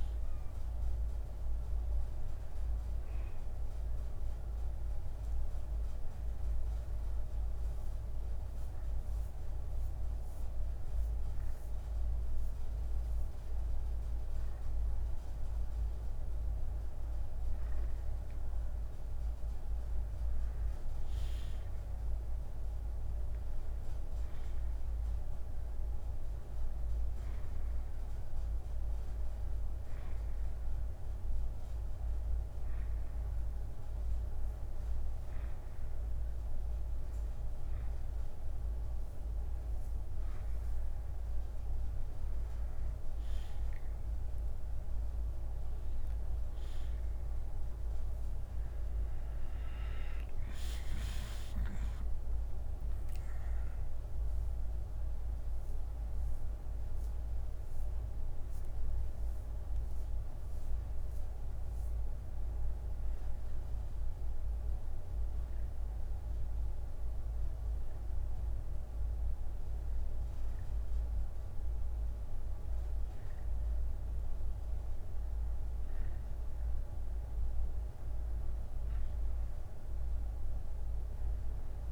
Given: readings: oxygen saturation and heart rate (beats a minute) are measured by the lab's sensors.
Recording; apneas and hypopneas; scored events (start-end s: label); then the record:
breathing in sleep, hard to hear, by a room microphone; 3
2.00-8.00 s: bradycardia (device-marked, heart rate 66 before, 56 extreme)
2.50-15.00 s: hypopnea (oxygen 95% before, 93% lowest, heart rate 60 before, 57 extreme, up 10 after)
16.00-22.00 s: bradycardia (device-marked, heart rate 66 before, 57 extreme)
17.50-20.50 s: arousal
30.00-40.50 s: hypopnea (oxygen 95% before, 93% lowest, heart rate 63 before, 59 extreme, up 1 after)
43.00-47.50 s: arousal
58.00-75.50 s: obstructive apnea (oxygen 94% before, 92% lowest, heart rate 68 before, 58 extreme, up 2 after)
59.00-61.00 s: bradycardia (device-marked, heart rate 66 before, 59 extreme)
77.50-81.00 s: arousal
From the record:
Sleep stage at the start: N1 (lightest sleep); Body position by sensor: on the back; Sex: male